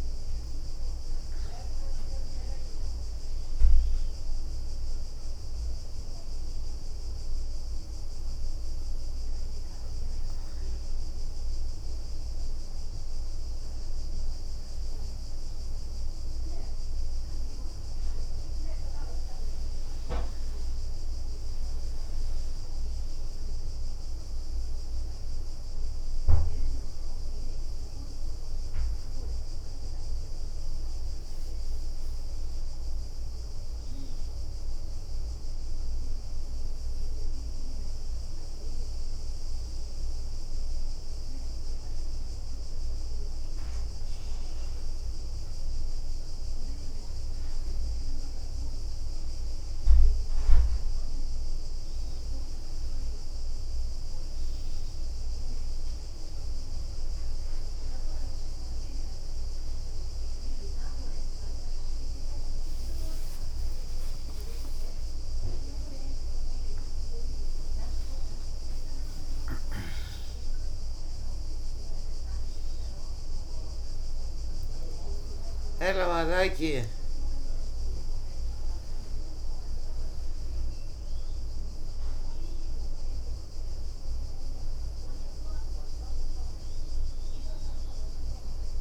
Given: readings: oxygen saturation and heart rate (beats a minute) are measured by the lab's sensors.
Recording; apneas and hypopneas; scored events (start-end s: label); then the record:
a person awake in a sleep study, hard to hear, by a room microphone; none
11.50-13.00 s: leg movement (device-marked)
16.50-19.50 s: leg movement (device-marked)
21.00-22.50 s: leg movement (device-marked)
31.50-33.50 s: leg movement (device-marked)
42.00-46.50 s: leg movement (device-marked)
50.00-51.00 s: leg movement (device-marked)
52.00-55.50 s: leg movement (device-marked)
65.50-66.50 s: leg movement (device-marked)
78.00-79.50 s: leg movement (device-marked)
From the record:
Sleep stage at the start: awake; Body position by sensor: on the back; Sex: female